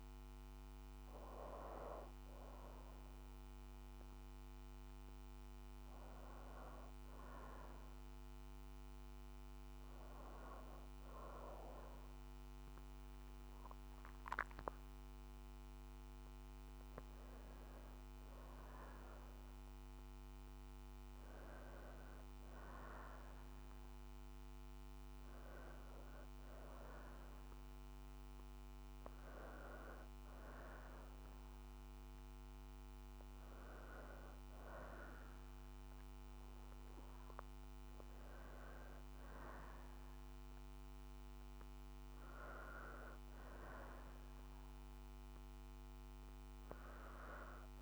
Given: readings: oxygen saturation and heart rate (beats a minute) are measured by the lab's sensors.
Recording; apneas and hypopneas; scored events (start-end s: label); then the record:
breathing in sleep by a microphone on the trachea; none
none scored
From the record:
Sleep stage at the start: N2 (light sleep); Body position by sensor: on the back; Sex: female